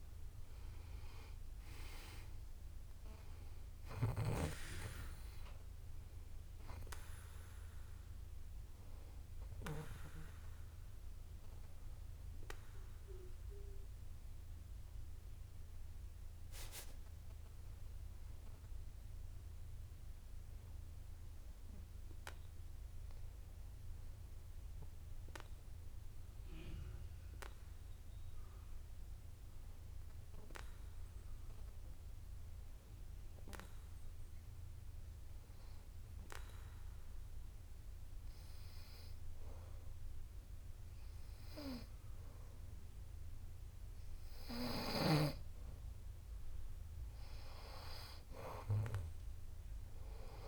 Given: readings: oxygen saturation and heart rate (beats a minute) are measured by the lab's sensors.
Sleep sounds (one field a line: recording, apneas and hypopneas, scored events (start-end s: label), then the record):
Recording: breathing in sleep by a room microphone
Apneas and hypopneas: 1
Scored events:
0.00-22.00 s: oxygen desaturation (device-marked, oxygen 92% lowest)
22.00-45.50 s: hypopnea (oxygen 97% before, 91% lowest)
46.00-50.48 s: oxygen desaturation (device-marked, oxygen 96% before, 91% lowest)
From the record:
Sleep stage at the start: N2 (light sleep)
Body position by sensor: on the back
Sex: male